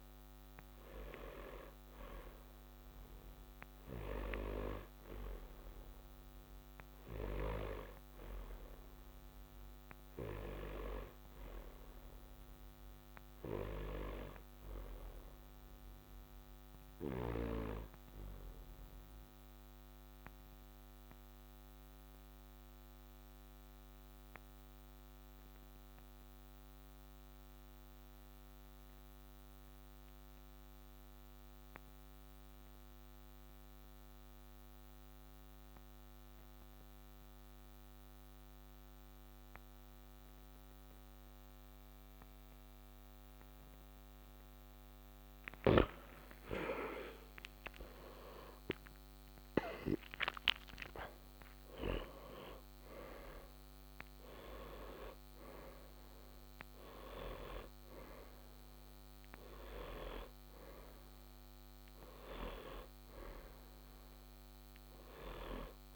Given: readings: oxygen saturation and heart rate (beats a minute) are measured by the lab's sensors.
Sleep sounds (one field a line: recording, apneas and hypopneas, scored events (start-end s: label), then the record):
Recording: breathing in sleep by a microphone on the trachea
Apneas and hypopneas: 1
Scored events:
18.50-44.50 s: mixed apnea (oxygen 97% before, 90% lowest, heart rate 68 before, 49 extreme, up 12 after)
45.50-50.50 s: arousal
51.00-65.96 s: oxygen desaturation (device-marked, oxygen 96% before, 90% lowest, heart rate 58 before, 49 extreme)
From the record:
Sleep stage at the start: N2 (light sleep)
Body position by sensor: on the back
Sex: male